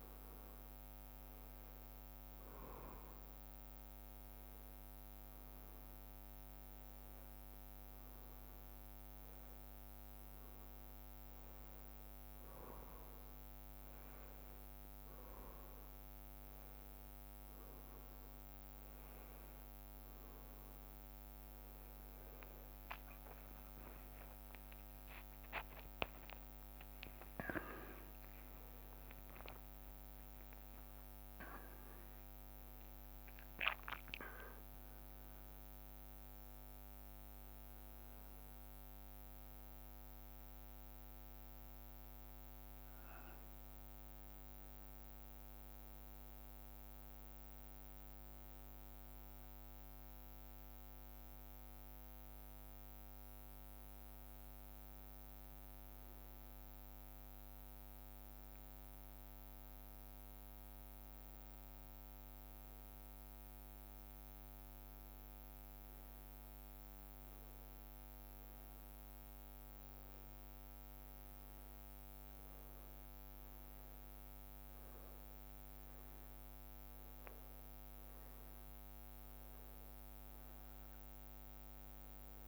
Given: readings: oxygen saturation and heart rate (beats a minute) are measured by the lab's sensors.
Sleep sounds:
breathing in sleep, hard to hear, by a microphone on the trachea; none
23.50-53.50 s: new sleep stage, N1 (lightest sleep)
24.00-26.00 s: long interval between heartbeats (device-marked, heart rate 57 before, 70 extreme)
25.00-31.00 s: arousal
53.50-82.48 s: new sleep stage, N2 (light sleep)
From the record:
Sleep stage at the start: N2 (light sleep); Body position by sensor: on the back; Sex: male

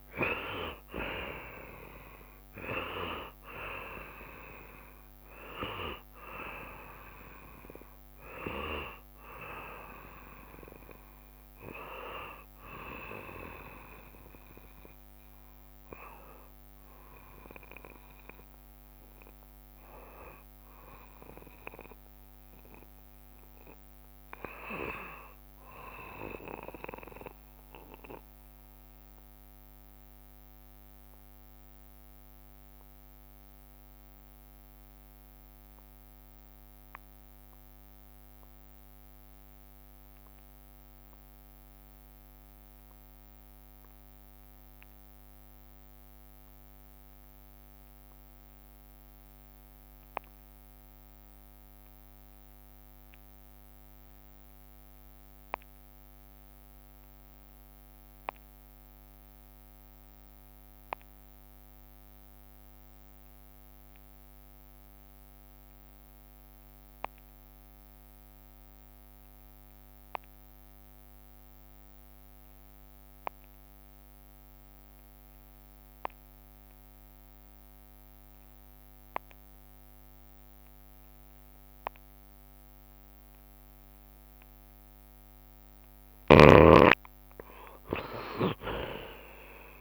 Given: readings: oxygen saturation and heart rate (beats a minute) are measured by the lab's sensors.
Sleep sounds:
breathing in sleep by a microphone on the trachea; 1
0.00-4.50 s: arousal
0.00-37.50 s: oxygen desaturation (device-marked, oxygen 73% lowest, heart rate 66 extreme)
29.50-85.50 s: obstructive apnea (oxygen 76% before, 70% lowest, heart rate 70 before, 66 extreme, up 10 after)
49.50-89.81 s: oxygen desaturation (device-marked, oxygen 93% before, 71% lowest, heart rate 67 before, 67 extreme)
53.50-57.50 s: tachycardia (device-marked, heart rate 76 before, 105 extreme)
54.50-56.50 s: long interval between heartbeats (device-marked, heart rate 68 before, 96 extreme)
56.50-58.50 s: long interval between heartbeats (device-marked, heart rate 71 before, 105 extreme)
60.00-62.00 s: long interval between heartbeats (device-marked, heart rate 77 before, 96 extreme)
75.00-77.00 s: long interval between heartbeats (device-marked, heart rate 85 before, 79 extreme)
83.50-85.50 s: long interval between heartbeats (device-marked, heart rate 76 before, 81 extreme)
87.50-89.81 s: arousal
From the record:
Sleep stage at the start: N2 (light sleep); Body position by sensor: on the back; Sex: male

